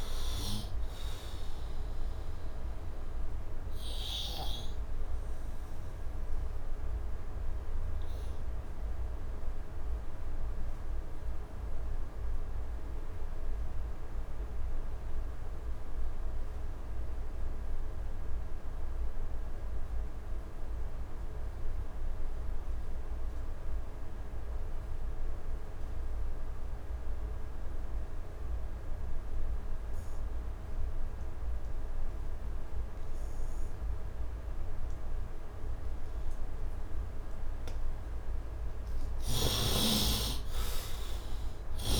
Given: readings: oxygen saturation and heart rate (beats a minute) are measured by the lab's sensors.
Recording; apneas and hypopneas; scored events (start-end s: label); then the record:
breathing in sleep by a room microphone; 1
0.00-17.00 s: oxygen desaturation (device-marked, oxygen 66% lowest, heart rate 71 extreme)
1.50-37.00 s: obstructive apnea (oxygen 98% before, 66% lowest, heart rate 81 before, 70 extreme, up 8 after)
28.00-42.00 s: oxygen desaturation (device-marked, oxygen 100% before, 67% lowest, heart rate 73 before, 70 extreme)
39.00-42.00 s: arousal
From the record:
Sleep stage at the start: N2 (light sleep); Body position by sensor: on the right side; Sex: male